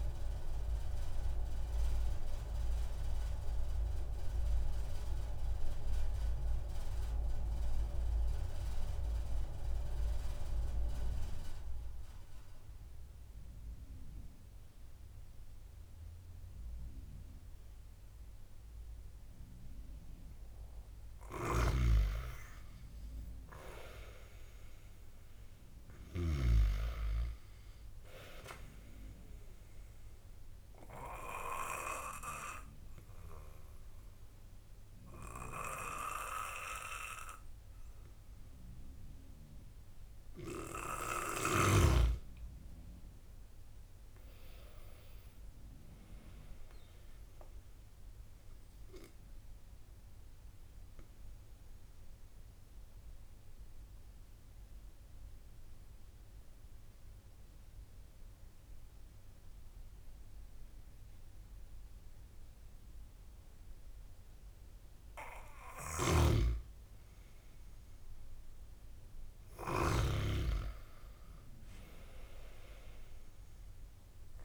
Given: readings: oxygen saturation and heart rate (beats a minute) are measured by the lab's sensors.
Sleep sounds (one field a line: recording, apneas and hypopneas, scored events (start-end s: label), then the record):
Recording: breathing in sleep by a room microphone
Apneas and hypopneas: 3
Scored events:
0.00-16.00 s: oxygen desaturation (device-marked, oxygen 91% lowest)
1.00-20.50 s: obstructive apnea (oxygen 97% before, 91% lowest)
23.00-27.00 s: arousal
24.00-46.00 s: oxygen desaturation (device-marked, oxygen 96% before, 91% lowest)
31.00-41.00 s: obstructive apnea (oxygen 96% before, 91% lowest)
43.00-46.50 s: arousal
49.50-65.00 s: obstructive apnea (oxygen 96% before, 93% lowest)
From the record:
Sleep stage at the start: N2 (light sleep)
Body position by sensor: on the back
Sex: male